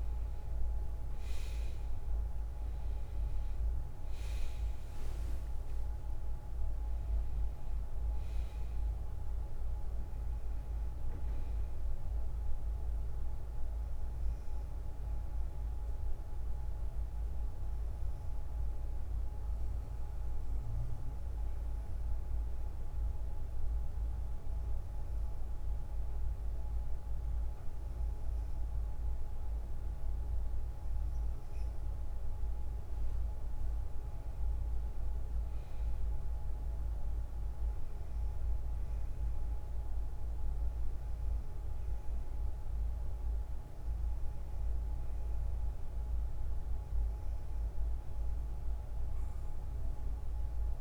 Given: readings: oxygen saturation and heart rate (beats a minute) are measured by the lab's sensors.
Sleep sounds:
breathing in sleep, hard to hear, by a room microphone; 1
0.00-13.50 s: oxygen desaturation (device-marked, oxygen 92% lowest, heart rate 53 extreme)
2.00-7.00 s: arousal
23.00-33.50 s: hypopnea (oxygen 95% before, 93% lowest, heart rate 62 before, 55 extreme, up 6 after)
36.50-40.00 s: arousal
From the record:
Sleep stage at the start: N2 (light sleep); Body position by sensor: on the back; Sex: female

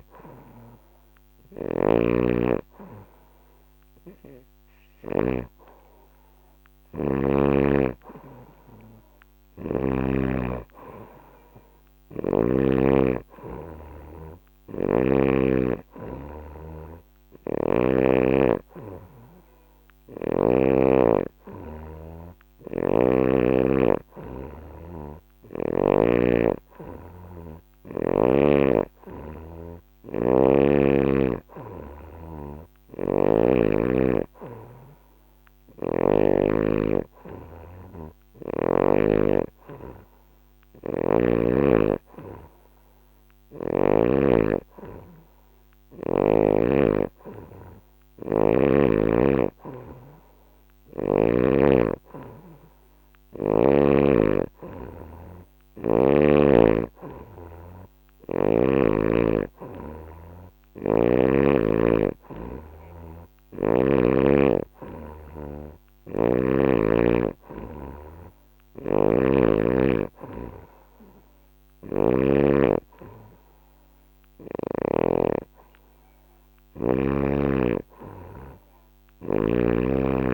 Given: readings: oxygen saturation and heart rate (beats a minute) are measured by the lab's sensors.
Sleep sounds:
breathing in sleep by a microphone on the trachea; none
1.00-5.00 s: snoring (device-marked)
22.00-25.50 s: snoring (device-marked)
32.50-36.00 s: snoring (device-marked)
65.50-72.00 s: snoring (device-marked)
From the record:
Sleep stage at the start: N3 (deep sleep); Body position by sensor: on the back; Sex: female

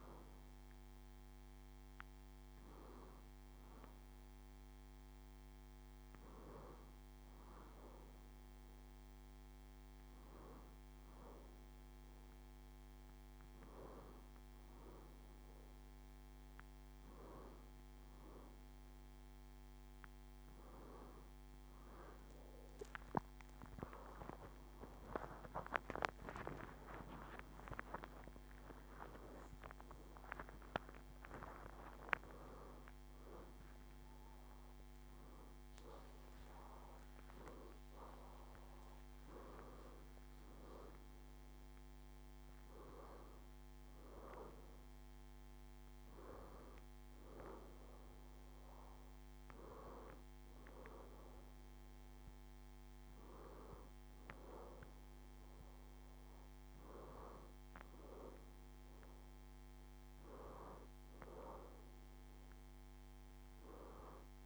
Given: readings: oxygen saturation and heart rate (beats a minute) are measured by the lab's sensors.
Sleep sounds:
breathing in sleep by a microphone on the trachea; none
23.50-28.50 s: arousal
From the record:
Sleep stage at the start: N2 (light sleep); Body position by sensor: on the back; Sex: female

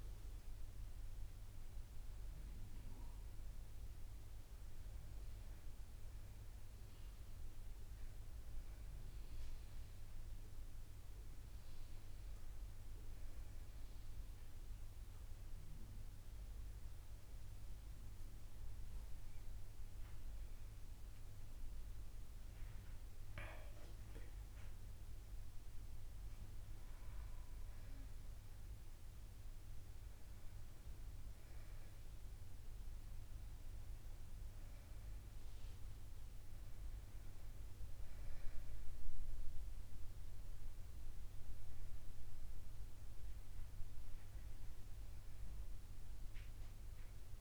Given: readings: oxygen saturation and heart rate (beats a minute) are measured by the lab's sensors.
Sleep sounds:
breathing in sleep, hard to hear, by a room microphone; none
13.00-47.41 s: new sleep stage, N2 (light sleep)
From the record:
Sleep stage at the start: N1 (lightest sleep); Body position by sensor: on the back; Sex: female

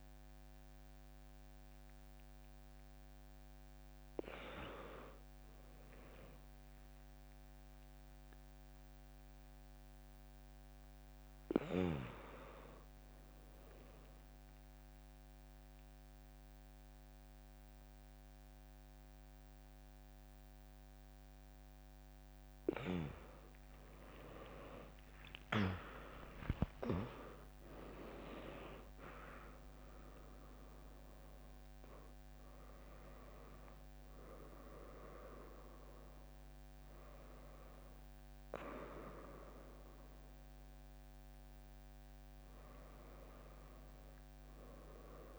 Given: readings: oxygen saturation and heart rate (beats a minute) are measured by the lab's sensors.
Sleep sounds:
breathing in sleep by a microphone on the trachea; none
0.00-7.00 s: oxygen desaturation (device-marked, oxygen 96% lowest, heart rate 87 extreme)
0.00-16.00 s: drop in pulse transit time (device-marked, heart rate 77 extreme)
23.00-28.00 s: arousal
25.00-27.00 s: long interval between heartbeats (device-marked, heart rate 89 before, 94 extreme)
From the record:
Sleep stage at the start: N1 (lightest sleep); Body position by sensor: on the right side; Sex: female

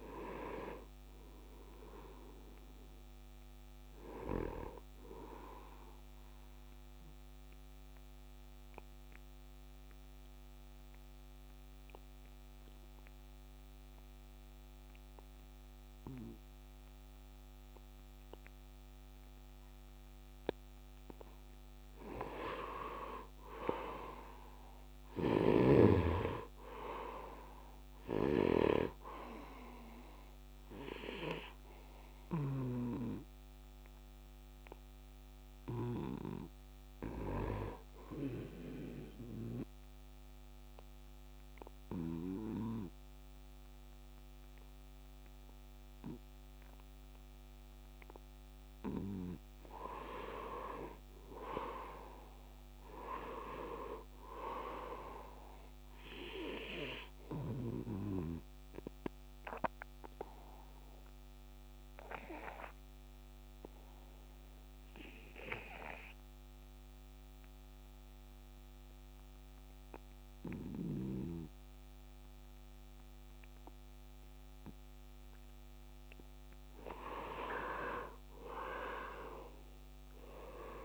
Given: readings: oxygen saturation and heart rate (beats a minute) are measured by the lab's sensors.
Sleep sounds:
breathing in sleep by a microphone on the trachea; 3
0.00-16.00 s: oxygen desaturation (device-marked, oxygen 83% lowest, heart rate 71 extreme)
7.00-22.00 s: obstructive apnea (oxygen 96% before, 83% lowest, heart rate 77 before, 75 extreme, up 5 after)
24.50-29.00 s: arousal
25.50-33.00 s: snoring (device-marked)
29.00-43.00 s: oxygen desaturation (device-marked, oxygen 99% before, 85% lowest, heart rate 78 before, 75 extreme)
39.00-50.00 s: obstructive apnea (oxygen 99% before, 79% lowest, heart rate 79 before, 75 extreme, up 6 after)
52.50-56.50 s: arousal
55.00-73.00 s: oxygen desaturation (device-marked, oxygen 98% before, 85% lowest, heart rate 78 before, 70 extreme)
61.00-76.00 s: obstructive apnea (oxygen 98% before, 79% lowest, heart rate 80 before, 70 extreme, up 7 after)
76.50-80.00 s: arousal
78.00-80.85 s: oxygen desaturation (device-marked, oxygen 97% before, 79% lowest, heart rate 77 before, 70 extreme)
From the record:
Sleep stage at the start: N2 (light sleep); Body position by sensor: on the right side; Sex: male

